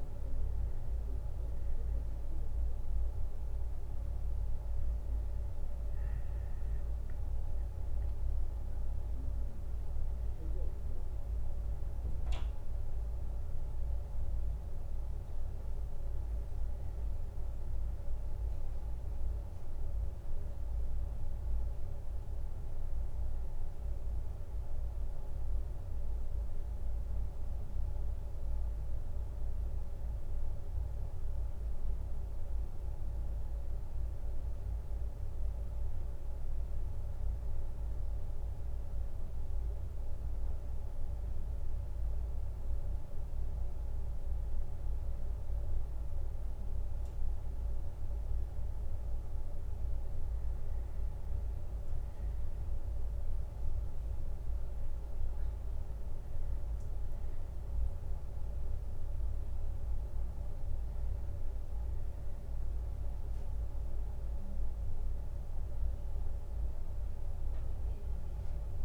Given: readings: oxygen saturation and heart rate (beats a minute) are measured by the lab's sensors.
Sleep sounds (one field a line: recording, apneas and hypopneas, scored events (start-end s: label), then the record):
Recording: a person awake in a sleep study, hard to hear, by a room microphone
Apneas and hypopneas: none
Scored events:
none scored
From the record:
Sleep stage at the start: awake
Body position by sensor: on the left side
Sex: male